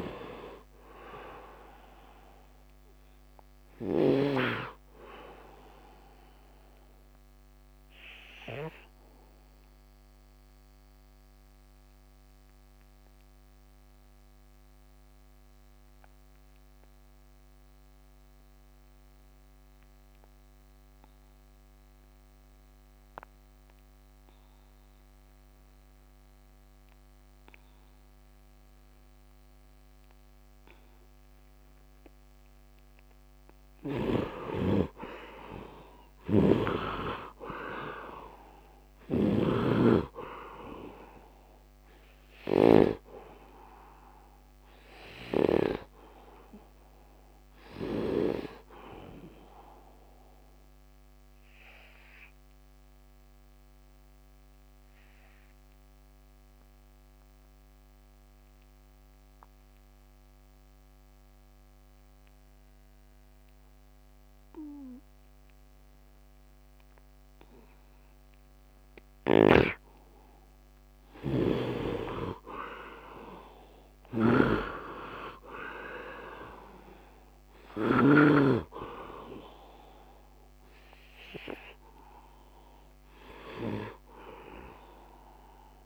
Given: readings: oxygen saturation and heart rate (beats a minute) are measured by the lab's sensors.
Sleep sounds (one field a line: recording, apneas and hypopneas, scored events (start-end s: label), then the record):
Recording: breathing in sleep by a microphone on the trachea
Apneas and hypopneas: 2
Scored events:
0.00-4.00 s: snoring (device-marked)
0.00-21.50 s: oxygen desaturation (device-marked, oxygen 66% lowest, heart rate 67 extreme)
7.00-32.00 s: obstructive apnea (oxygen 95% before, 66% lowest, heart rate 82 before, 70 extreme, up 11 after)
29.50-55.50 s: oxygen desaturation (device-marked, oxygen 100% before, 73% lowest, heart rate 72 before, 71 extreme)
35.00-39.00 s: arousal
38.50-45.50 s: snoring (device-marked)
51.00-69.00 s: obstructive apnea (oxygen 100% before, 77% lowest, heart rate 79 before, 71 extreme, up 7 after)
67.50-85.86 s: oxygen desaturation (device-marked, oxygen 99% before, 77% lowest, heart rate 74 before, 72 extreme)
71.00-75.00 s: arousal
74.00-78.00 s: snoring (device-marked)
From the record:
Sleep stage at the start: N2 (light sleep)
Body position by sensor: on the right side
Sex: male